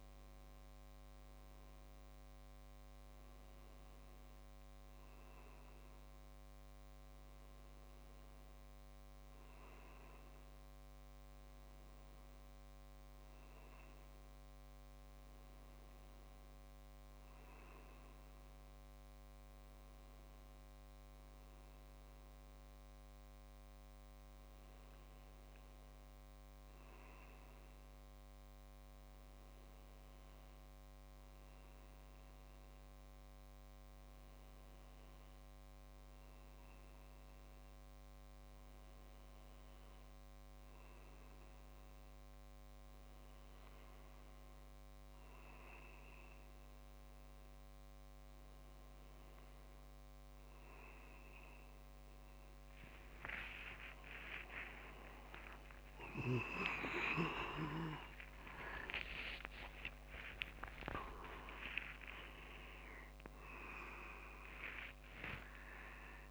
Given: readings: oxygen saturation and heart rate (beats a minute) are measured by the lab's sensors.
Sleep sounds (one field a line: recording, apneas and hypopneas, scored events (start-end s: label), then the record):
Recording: breathing in sleep by a microphone on the trachea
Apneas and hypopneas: 1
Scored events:
2.50-49.00 s: hypopnea (oxygen 100% before, 94% lowest)
52.50-66.31 s: new sleep stage, awake
57.50-60.50 s: tachycardia (device-marked, heart rate 55 before, 98 extreme)
From the record:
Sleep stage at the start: N1 (lightest sleep)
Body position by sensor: on the back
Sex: male